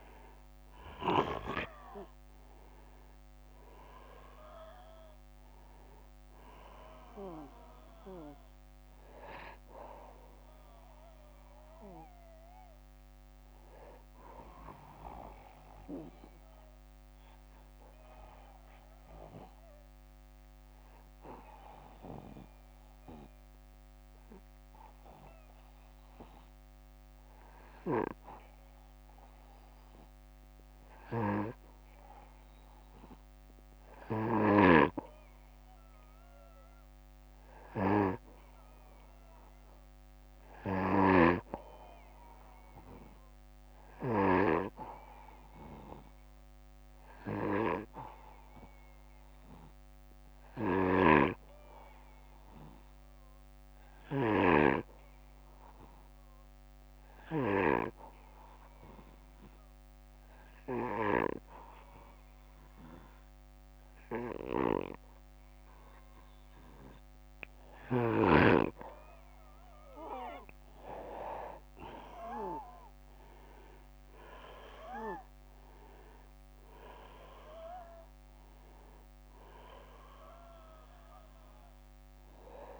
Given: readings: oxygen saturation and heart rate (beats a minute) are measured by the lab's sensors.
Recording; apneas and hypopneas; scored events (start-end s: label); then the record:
breathing in sleep by a microphone on the trachea; 2
0.00-3.00 s: arousal
0.00-11.00 s: oxygen desaturation (device-marked, oxygen 91% lowest, heart rate 60 extreme)
16.00-31.50 s: obstructive apnea (oxygen 95% before, 90% lowest, heart rate 66 before, 59 extreme, up 2 after)
35.00-37.50 s: arousal
40.00-44.00 s: snoring (device-marked)
49.50-65.50 s: obstructive apnea (oxygen 98% before, 89% lowest, heart rate 61 before, 58 extreme, up 5 after)
50.00-57.00 s: snoring (device-marked)
73.00-77.00 s: arousal
From the record:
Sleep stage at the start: N2 (light sleep); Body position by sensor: on the back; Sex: male